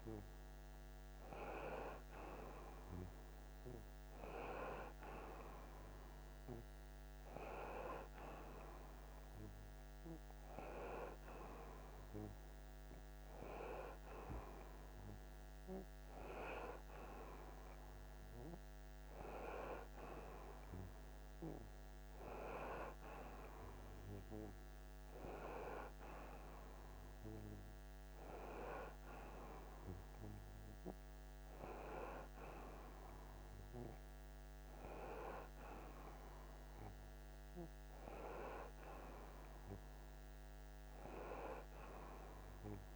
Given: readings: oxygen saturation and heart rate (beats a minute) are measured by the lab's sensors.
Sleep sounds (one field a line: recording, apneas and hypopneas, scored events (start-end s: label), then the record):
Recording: breathing in sleep by a microphone on the trachea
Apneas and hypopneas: none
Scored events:
none scored
From the record:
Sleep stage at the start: N1 (lightest sleep)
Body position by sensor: on the front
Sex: male